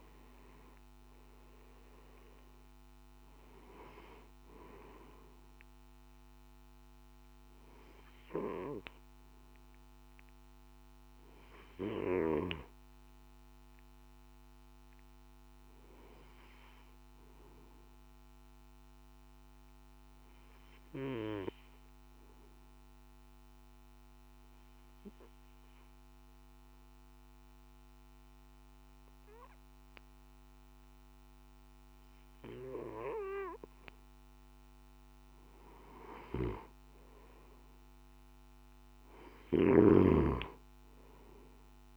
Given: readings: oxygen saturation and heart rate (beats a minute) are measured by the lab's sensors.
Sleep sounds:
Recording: breathing in sleep by a microphone on the trachea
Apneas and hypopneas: 1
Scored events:
0.00-25.00 s: oxygen desaturation (device-marked, oxygen 88% lowest, heart rate 51 extreme)
19.00-34.00 s: obstructive apnea (oxygen 97% before, 88% lowest, heart rate 56 before, 52 extreme, up 6 after)
39.50-41.97 s: snoring (device-marked)
From the record:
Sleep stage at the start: N2 (light sleep)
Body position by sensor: on the back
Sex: male

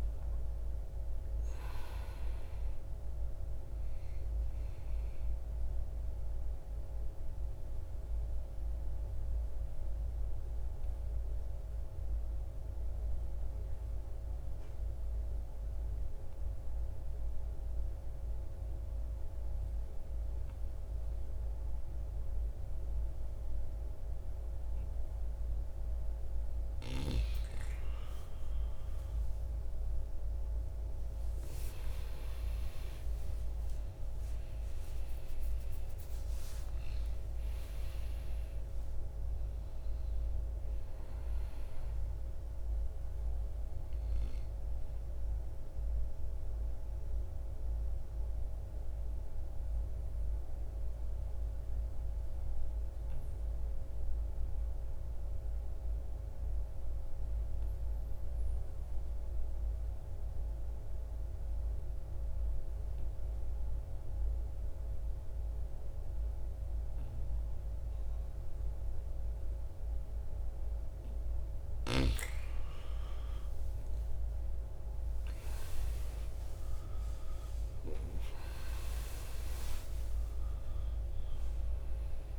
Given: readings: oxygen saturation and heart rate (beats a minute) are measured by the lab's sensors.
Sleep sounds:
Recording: breathing in sleep, hard to hear, by a room microphone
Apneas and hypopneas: 2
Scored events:
0.50-25.50 s: oxygen desaturation (device-marked, oxygen 98% before, 89% lowest, heart rate 53 before, 49 extreme)
5.50-26.50 s: obstructive apnea (oxygen 98% before, 82% lowest, heart rate 56 before, 49 extreme, up 15 after)
32.00-36.50 s: arousal
36.50-57.50 s: oxygen desaturation (device-marked, oxygen 98% before, 87% lowest, heart rate 55 before, 52 extreme)
45.50-71.50 s: obstructive apnea (oxygen 98% before, 79% lowest, heart rate 61 before, 51 extreme, up 15 after)
67.50-82.39 s: oxygen desaturation (device-marked, oxygen 98% before, 79% lowest, heart rate 54 before, 51 extreme)
73.00-77.50 s: arousal
From the record:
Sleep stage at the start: N2 (light sleep)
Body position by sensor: on the back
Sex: male

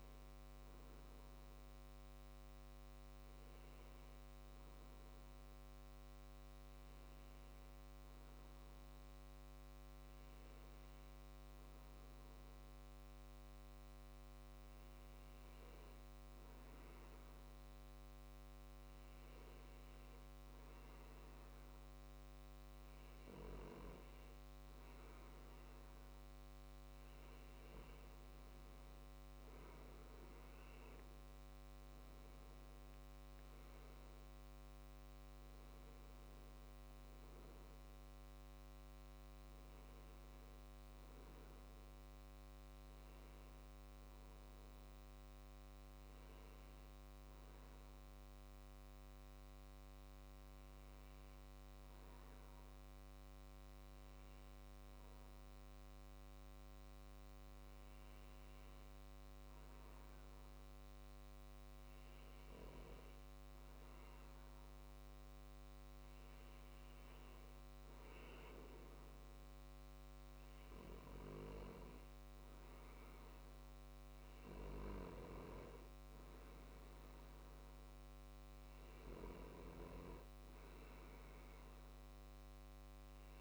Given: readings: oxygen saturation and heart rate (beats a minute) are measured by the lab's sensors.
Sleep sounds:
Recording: breathing in sleep by a microphone on the trachea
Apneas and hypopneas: none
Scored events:
none scored
From the record:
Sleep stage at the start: N2 (light sleep)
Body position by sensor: on the left side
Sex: male

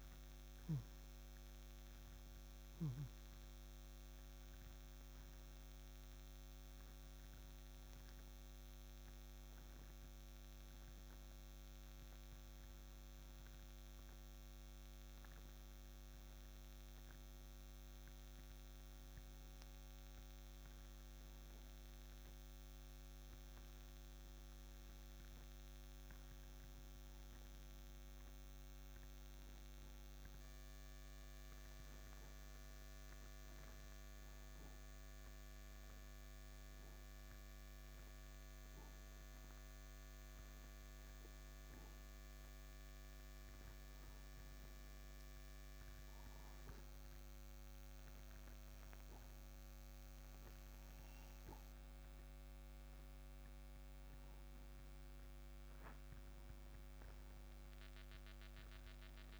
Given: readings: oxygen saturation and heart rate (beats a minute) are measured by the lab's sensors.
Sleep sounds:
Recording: breathing in sleep, hard to hear, by a microphone on the trachea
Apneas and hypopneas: 1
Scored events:
0.00-3.50 s: arousal
0.50-34.50 s: oxygen desaturation (device-marked, oxygen 98% before, 87% lowest, heart rate 184 before, 170 extreme)
31.50-44.00 s: obstructive apnea (oxygen 95% before, 90% lowest, heart rate 191 before, 143 extreme, up 19 after)
47.00-51.00 s: arousal
56.50-59.40 s: oxygen desaturation (device-marked, oxygen 96% before, 92% lowest, heart rate 185 before, 59 extreme)
From the record:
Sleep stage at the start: N2 (light sleep)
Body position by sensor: on the right side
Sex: male

